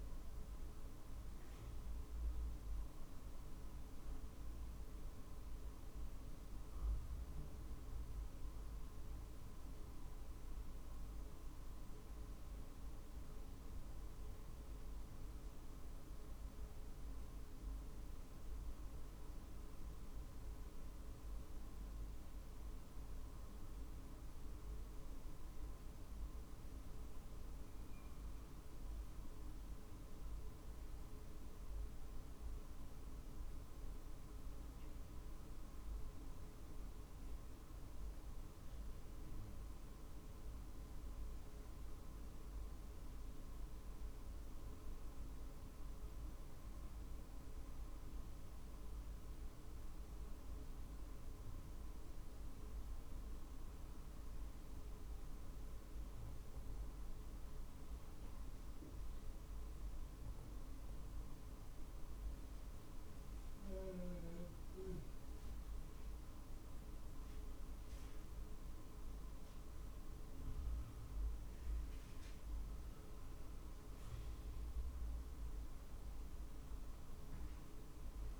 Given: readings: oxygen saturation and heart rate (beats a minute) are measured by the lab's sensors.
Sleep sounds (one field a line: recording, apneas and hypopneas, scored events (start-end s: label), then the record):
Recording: breathing in sleep, hard to hear, by a room microphone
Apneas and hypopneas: 1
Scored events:
0.00-4.00 s: drop in pulse transit time (device-marked, heart rate 50 extreme)
30.00-35.00 s: arousal
41.50-63.00 s: hypopnea (oxygen 96% before, 92% lowest, heart rate 48 before, 47 extreme, up 3 after)
65.00-69.50 s: arousal
67.00-78.40 s: drop in pulse transit time (device-marked, heart rate 48 before, 49 extreme)
From the record:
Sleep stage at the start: N2 (light sleep)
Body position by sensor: on the back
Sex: male